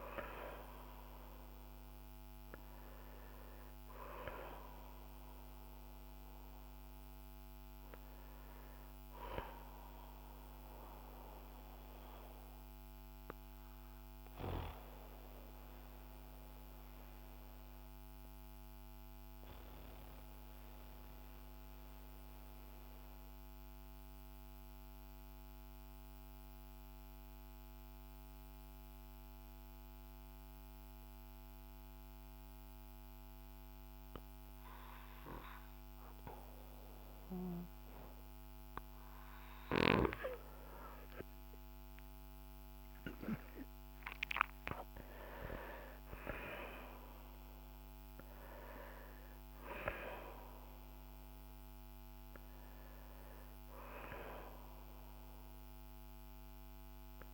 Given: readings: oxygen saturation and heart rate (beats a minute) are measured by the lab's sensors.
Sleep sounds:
breathing in sleep by a microphone on the trachea; 1
0.00-30.00 s: oxygen desaturation (device-marked, oxygen 88% lowest, heart rate 47 extreme)
10.50-41.00 s: obstructive apnea (oxygen 96% before, 88% lowest, heart rate 60 before, 49 extreme, up 8 after)
42.50-46.50 s: arousal
From the record:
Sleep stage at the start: N2 (light sleep); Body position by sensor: on the back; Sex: male

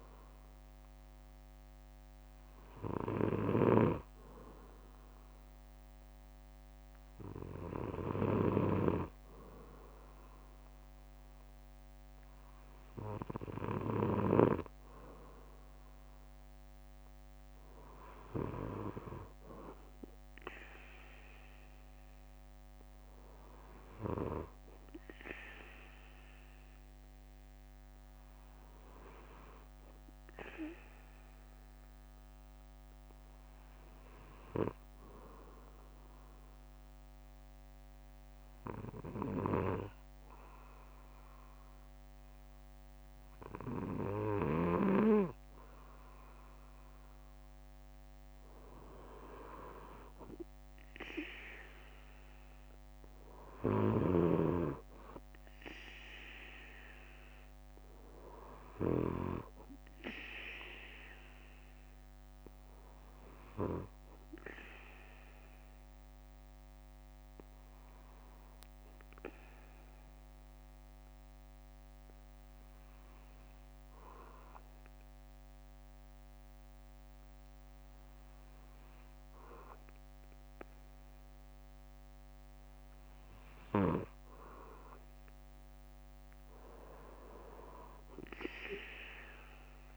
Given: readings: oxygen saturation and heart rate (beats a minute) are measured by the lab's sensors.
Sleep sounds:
breathing in sleep by a microphone on the trachea; 2
0.00-3.00 s: bradycardia (device-marked, heart rate 59 extreme)
10.00-12.00 s: bradycardia (device-marked, heart rate 59 before, 60 extreme)
22.00-25.00 s: bradycardia (device-marked, heart rate 59 before, 60 extreme)
26.00-34.00 s: bradycardia (device-marked, heart rate 59 before, 58 extreme)
36.00-47.50 s: obstructive apnea (oxygen 96% before, 94% lowest, heart rate 60 before, 56 extreme, up 6 after)
37.00-39.00 s: bradycardia (device-marked, heart rate 59 before, 60 extreme)
44.00-46.00 s: bradycardia (device-marked, heart rate 59 before, 59 extreme)
49.00-51.00 s: bradycardia (device-marked, heart rate 59 before, 60 extreme)
50.50-55.00 s: arousal
61.00-80.00 s: bradycardia (device-marked, heart rate 59 before, 56 extreme)
64.00-81.00 s: obstructive apnea (oxygen 96% before, 94% lowest, heart rate 60 before, 56 extreme, up 6 after)
81.00-84.00 s: bradycardia (device-marked, heart rate 59 before, 57 extreme)
86.00-88.00 s: bradycardia (device-marked, heart rate 59 before, 59 extreme)
86.50-89.97 s: arousal
From the record:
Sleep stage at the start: N2 (light sleep); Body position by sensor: on the back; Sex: male

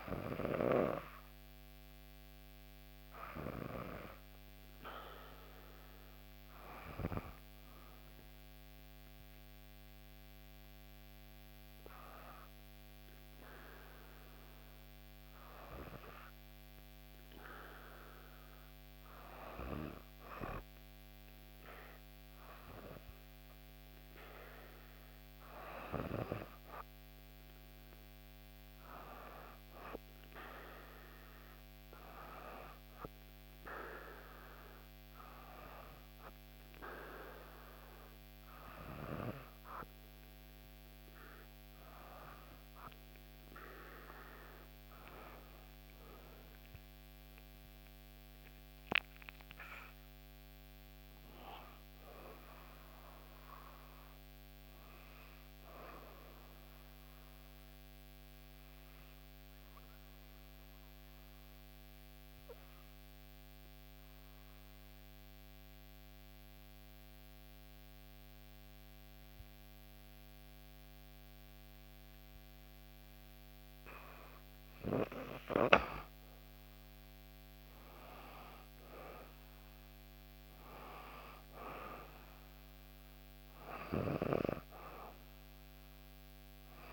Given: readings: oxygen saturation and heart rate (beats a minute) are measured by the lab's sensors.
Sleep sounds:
breathing in sleep by a microphone on the trachea; 1
46.00-50.00 s: arousal
56.50-73.50 s: obstructive apnea (oxygen 96% before, 91% lowest, heart rate 69 before, 62 extreme, up 4 after)
74.50-86.93 s: oxygen desaturation (device-marked, oxygen 96% before, 91% lowest, heart rate 64 before, 62 extreme)
75.50-80.00 s: arousal
From the record:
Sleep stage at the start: N2 (light sleep); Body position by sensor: on the back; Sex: female

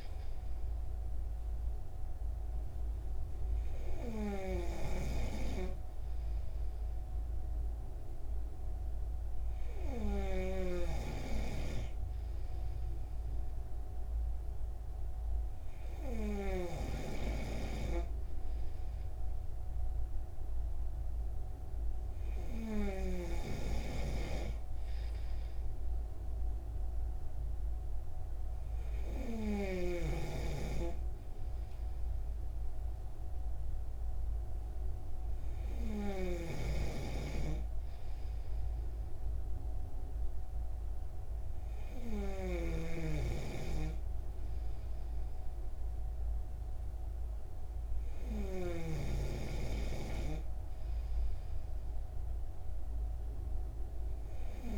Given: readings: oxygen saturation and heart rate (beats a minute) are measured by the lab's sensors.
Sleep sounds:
breathing in sleep by a room microphone; none
4.50-11.00 s: snoring (device-marked)
36.50-49.00 s: snoring (device-marked)
From the record:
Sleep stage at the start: N3 (deep sleep); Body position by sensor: on the right side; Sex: male

